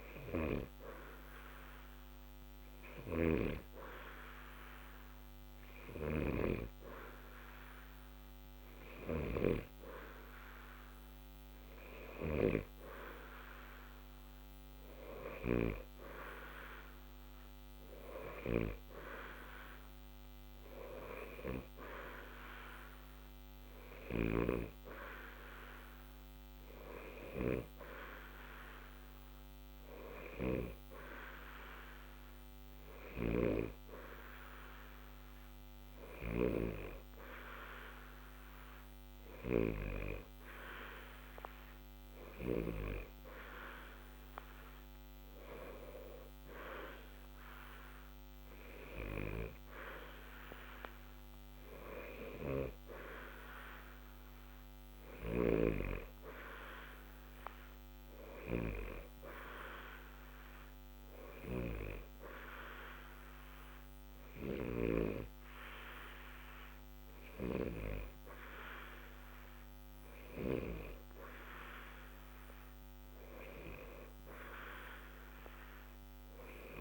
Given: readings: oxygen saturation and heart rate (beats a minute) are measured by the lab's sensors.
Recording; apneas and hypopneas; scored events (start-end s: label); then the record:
breathing in sleep by a microphone on the trachea; none
none scored
From the record:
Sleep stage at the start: N2 (light sleep); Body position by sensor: on the back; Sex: male